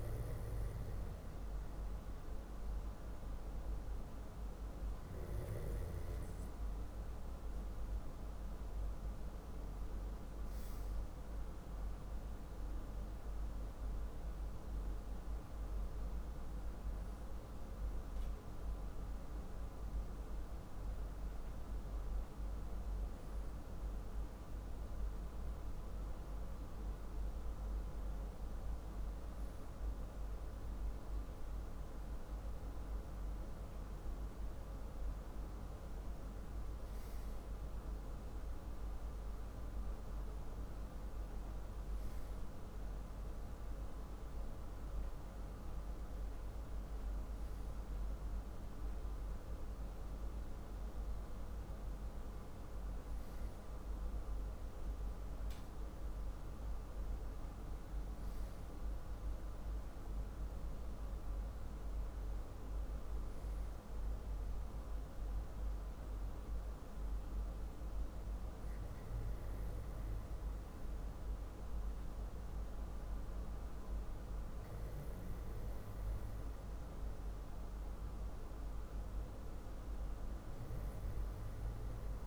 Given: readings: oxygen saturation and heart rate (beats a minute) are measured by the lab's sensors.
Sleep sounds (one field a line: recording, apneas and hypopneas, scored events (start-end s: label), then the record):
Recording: breathing in sleep, hard to hear, by a room microphone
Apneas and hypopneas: none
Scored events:
none scored
From the record:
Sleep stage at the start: N2 (light sleep)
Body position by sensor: on the back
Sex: male